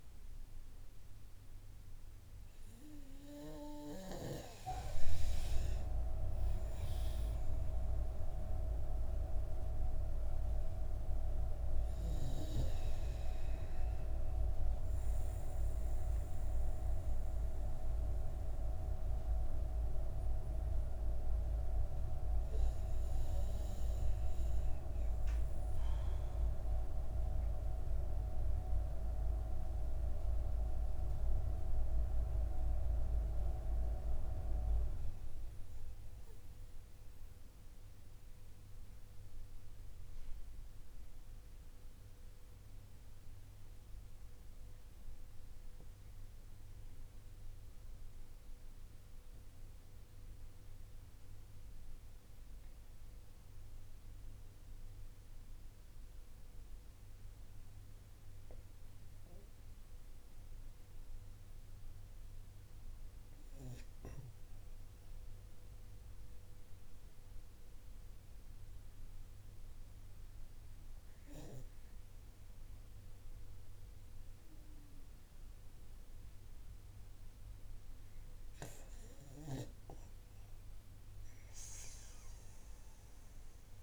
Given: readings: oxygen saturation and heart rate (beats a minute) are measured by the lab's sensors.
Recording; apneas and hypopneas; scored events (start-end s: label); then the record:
breathing in sleep by a room microphone; 1
26.50-79.00 s: mixed apnea (oxygen 98% before, 87% lowest)
46.50-83.83 s: oxygen desaturation (device-marked, oxygen 96% before, 87% lowest)
From the record:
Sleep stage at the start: REM sleep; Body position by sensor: on the back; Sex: male